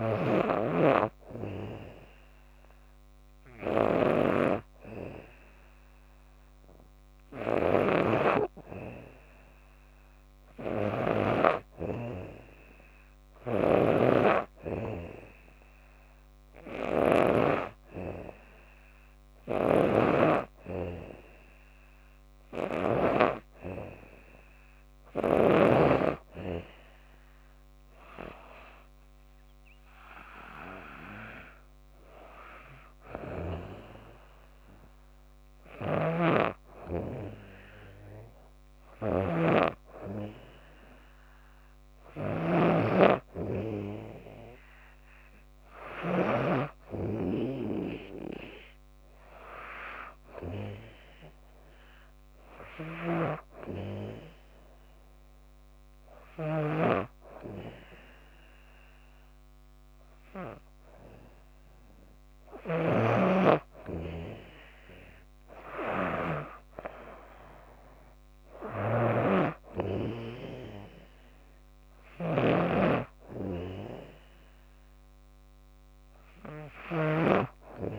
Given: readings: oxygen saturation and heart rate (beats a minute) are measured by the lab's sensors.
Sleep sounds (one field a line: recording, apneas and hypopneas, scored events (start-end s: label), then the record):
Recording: breathing in sleep by a microphone on the trachea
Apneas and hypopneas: 1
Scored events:
0.00-1.50 s: arousal
0.00-11.00 s: snoring (device-marked)
5.50-19.50 s: hypopnea (oxygen 98% before, 95% lowest, heart rate 81 before, 77 extreme, up 3 after)
13.00-17.00 s: snoring (device-marked)
19.00-22.50 s: snoring (device-marked)
22.00-25.00 s: arousal
35.00-46.00 s: snoring (device-marked)
52.50-56.00 s: snoring (device-marked)
62.00-66.00 s: snoring (device-marked)
68.00-77.98 s: snoring (device-marked)
From the record:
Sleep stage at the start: N2 (light sleep)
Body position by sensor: on the back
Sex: female